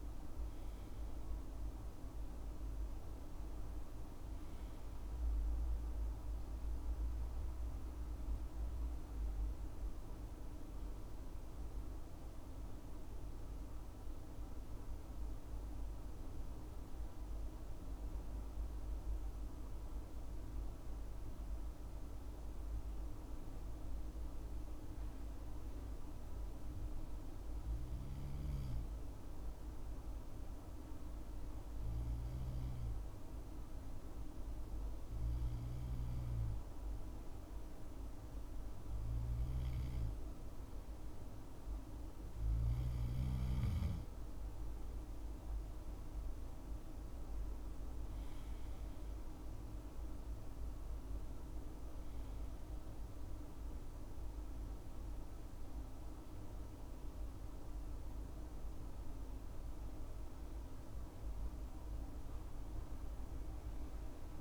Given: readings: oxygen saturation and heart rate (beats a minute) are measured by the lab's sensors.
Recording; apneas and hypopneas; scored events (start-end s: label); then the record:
breathing in sleep, hard to hear, by a room microphone; 1
0.00-3.50 s: arousal
12.50-37.00 s: hypopnea (oxygen 96% before, 94% lowest, heart rate 70 before, 66 extreme, up 3 after)
46.50-50.50 s: arousal
From the record:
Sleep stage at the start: N2 (light sleep); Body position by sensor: on the left side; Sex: male